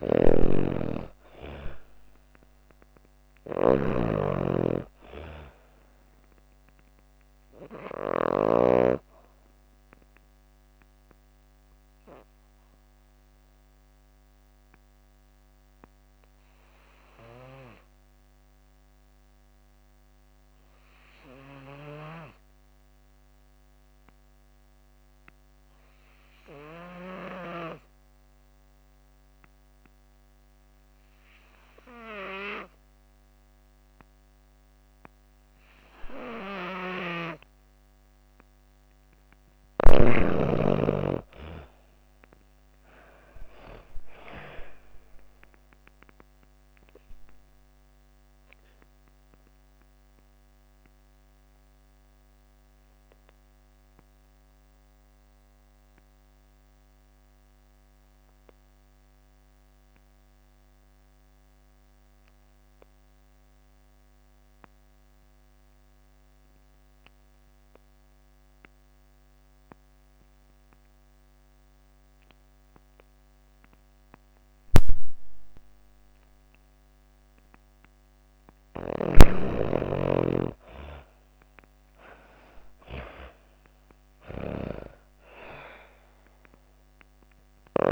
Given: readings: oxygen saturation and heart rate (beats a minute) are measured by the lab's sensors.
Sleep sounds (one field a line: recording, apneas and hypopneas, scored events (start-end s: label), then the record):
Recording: breathing in sleep by a microphone on the trachea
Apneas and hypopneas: 2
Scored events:
0.00-2.00 s: arousal
0.00-7.50 s: snoring (device-marked)
0.00-24.50 s: oxygen desaturation (device-marked, oxygen 85% lowest, heart rate 40 extreme)
9.50-37.00 s: obstructive apnea (oxygen 98% before, 79% lowest, heart rate 72 before, 52 extreme)
32.50-71.50 s: oxygen desaturation (device-marked, oxygen 98% before, 82% lowest)
39.50-42.50 s: arousal
46.00-74.50 s: obstructive apnea (oxygen 98% before, 79% lowest)
77.50-87.91 s: snoring (device-marked)
78.50-82.50 s: arousal
82.50-87.91 s: oxygen desaturation (device-marked, oxygen 97% before, 79% lowest)
From the record:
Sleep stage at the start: N2 (light sleep)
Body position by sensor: on the back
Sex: female